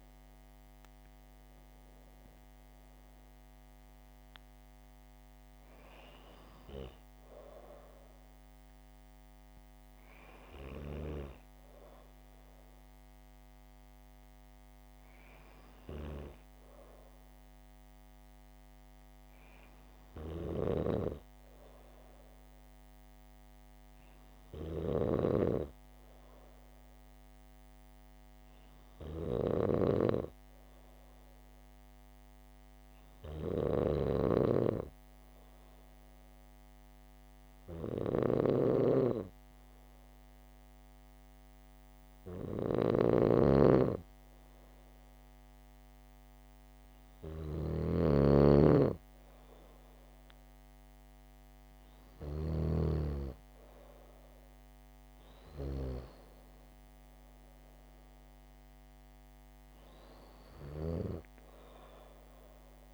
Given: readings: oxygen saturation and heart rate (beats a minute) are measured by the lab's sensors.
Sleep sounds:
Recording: breathing in sleep by a microphone on the trachea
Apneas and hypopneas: 1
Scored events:
20.50-53.00 s: snoring (device-marked)
33.00-49.00 s: hypopnea (oxygen 99% before, 95% lowest, heart rate 71 before, 68 extreme, up 3 after)
54.00-57.50 s: arousal
From the record:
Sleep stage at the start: N2 (light sleep)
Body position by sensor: on the back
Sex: female

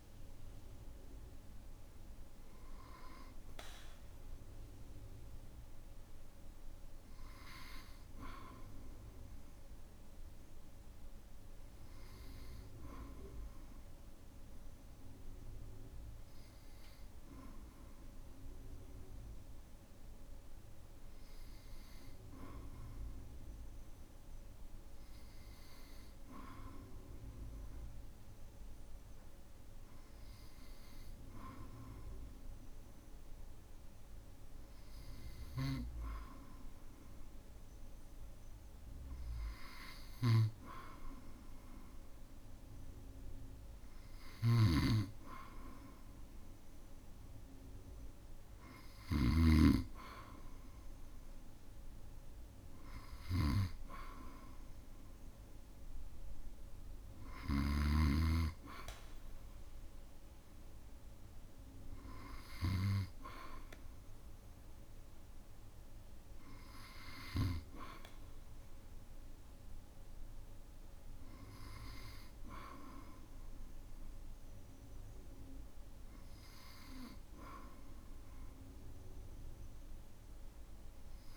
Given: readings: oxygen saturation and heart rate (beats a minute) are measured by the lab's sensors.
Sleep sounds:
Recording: breathing in sleep by a room microphone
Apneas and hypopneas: none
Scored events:
35.50-58.00 s: snoring (device-marked)
From the record:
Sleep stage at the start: N2 (light sleep)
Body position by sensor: on the back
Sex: male

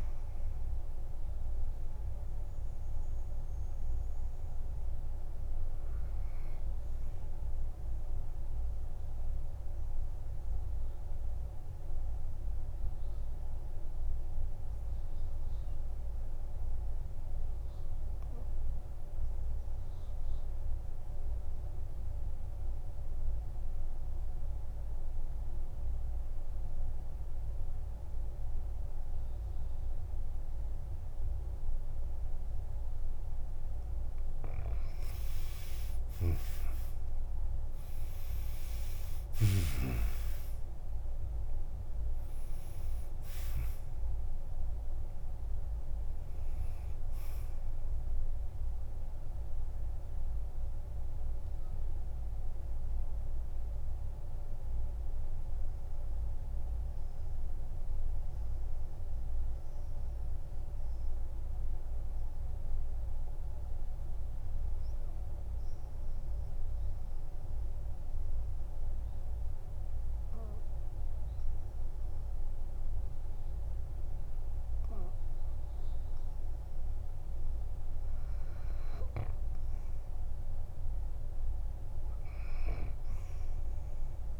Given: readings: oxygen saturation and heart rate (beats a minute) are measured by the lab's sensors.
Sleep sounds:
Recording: breathing in sleep, hard to hear, by a room microphone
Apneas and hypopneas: 2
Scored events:
0.00-13.50 s: oxygen desaturation (device-marked, oxygen 94% lowest, heart rate 48 extreme)
6.50-35.00 s: mixed apnea (oxygen 99% before, 90% lowest, heart rate 54 before, 44 extreme, up 10 after)
32.50-69.50 s: oxygen desaturation (device-marked, oxygen 98% before, 90% lowest, heart rate 51 before, 44 extreme)
35.50-40.50 s: arousal
49.00-79.50 s: mixed apnea (oxygen 98% before, 90% lowest, heart rate 56 before, 44 extreme, up 7 after)
80.50-83.00 s: arousal
From the record:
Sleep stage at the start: N2 (light sleep)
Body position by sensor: on the back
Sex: male

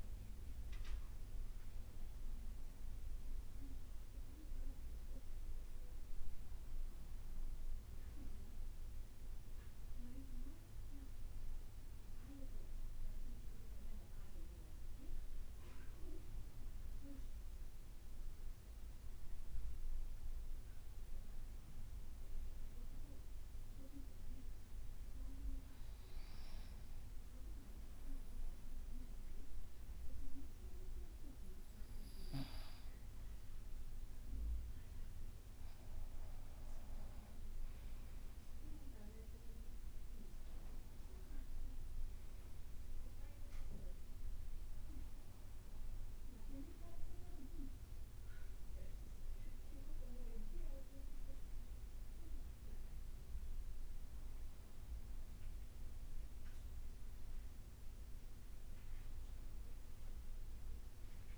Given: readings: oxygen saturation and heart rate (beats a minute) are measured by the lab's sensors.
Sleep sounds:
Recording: breathing in sleep by a room microphone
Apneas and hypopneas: 1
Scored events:
5.50-10.50 s: leg movement (device-marked)
15.00-23.50 s: leg movement (device-marked)
18.00-34.00 s: obstructive apnea (oxygen 95% before, 92% lowest, heart rate 62 before, 56 extreme)
24.50-29.50 s: leg movement (device-marked)
34.00-39.00 s: leg movement (device-marked)
37.50-42.50 s: arousal
From the record:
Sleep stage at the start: N2 (light sleep)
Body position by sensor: on the back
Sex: male

